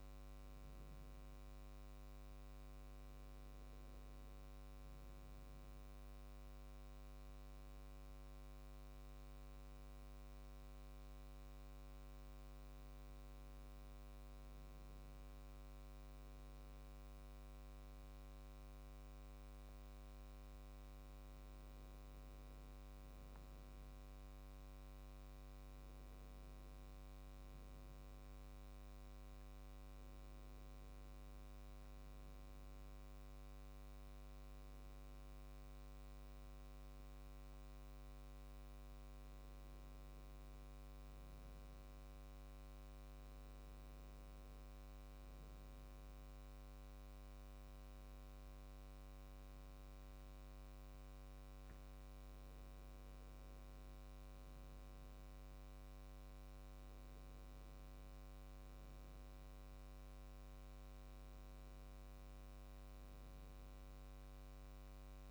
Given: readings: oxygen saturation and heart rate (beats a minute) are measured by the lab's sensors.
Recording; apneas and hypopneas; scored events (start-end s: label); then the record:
breathing in sleep, hard to hear, by a microphone on the trachea; 1
7.50-20.50 s: hypopnea (oxygen 97% before, 95% lowest, heart rate 71 before, 72 extreme, up 4 after)
23.00-26.50 s: arousal
61.50-65.31 s: arousal
From the record:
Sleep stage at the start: N2 (light sleep); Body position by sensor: on the back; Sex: male